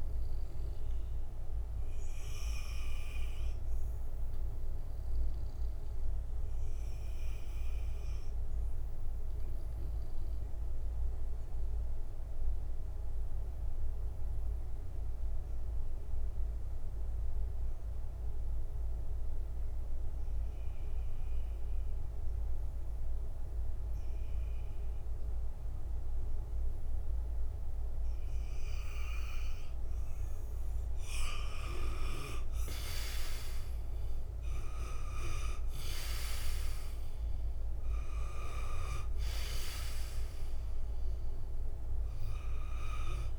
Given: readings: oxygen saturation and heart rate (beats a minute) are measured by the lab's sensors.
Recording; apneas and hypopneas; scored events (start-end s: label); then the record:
breathing in sleep by a room microphone; 1
0.00-2.00 s: arousal
0.00-2.00 s: oxygen desaturation (device-marked, oxygen 85% lowest, heart rate 55 extreme)
6.50-28.50 s: obstructive apnea (oxygen 97% before, 82% lowest, heart rate 62 before, 56 extreme, up 7 after)
28.00-43.39 s: oxygen desaturation (device-marked, oxygen 94% before, 82% lowest, heart rate 57 before, 56 extreme)
30.50-36.00 s: arousal
From the record:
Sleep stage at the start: N2 (light sleep); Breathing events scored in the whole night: 304 in 4.4 hours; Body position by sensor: on the back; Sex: male